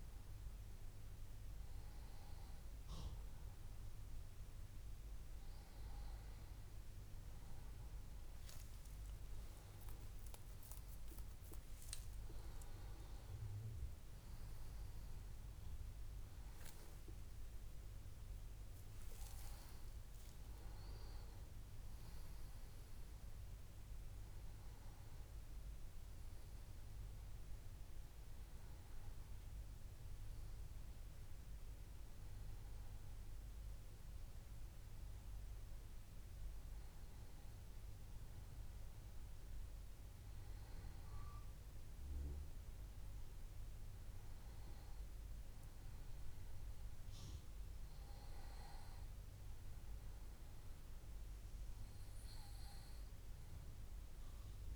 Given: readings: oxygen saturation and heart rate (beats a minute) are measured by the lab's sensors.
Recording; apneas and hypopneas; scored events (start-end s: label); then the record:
breathing in sleep, hard to hear, by a room microphone; none
8.00-12.50 s: arousal
9.50-11.50 s: long interval between heartbeats (device-marked, heart rate 69 before, 77 extreme)
From the record:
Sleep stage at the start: N1 (lightest sleep); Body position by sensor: on the back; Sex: male